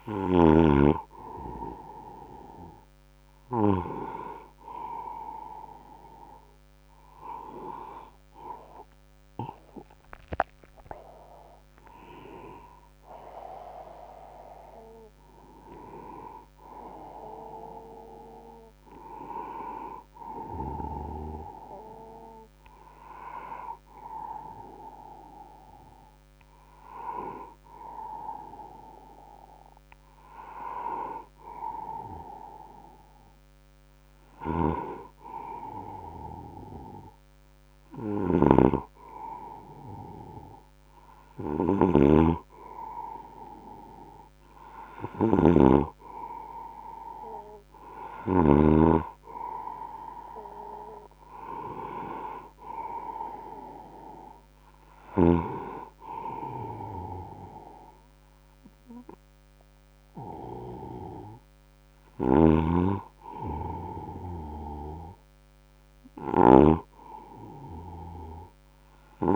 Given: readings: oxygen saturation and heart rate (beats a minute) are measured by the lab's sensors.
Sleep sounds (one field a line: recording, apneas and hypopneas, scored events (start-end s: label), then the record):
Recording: breathing in sleep by a microphone on the trachea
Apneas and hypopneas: none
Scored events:
0.00-3.50 s: oxygen desaturation (device-marked, oxygen 93% lowest, heart rate 71 extreme)
7.50-11.00 s: arousal
34.00-48.50 s: snoring (device-marked)
47.50-69.36 s: new sleep stage, N2 (light sleep)
62.00-69.36 s: snoring (device-marked)
From the record:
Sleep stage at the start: N1 (lightest sleep)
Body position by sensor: on the right side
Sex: male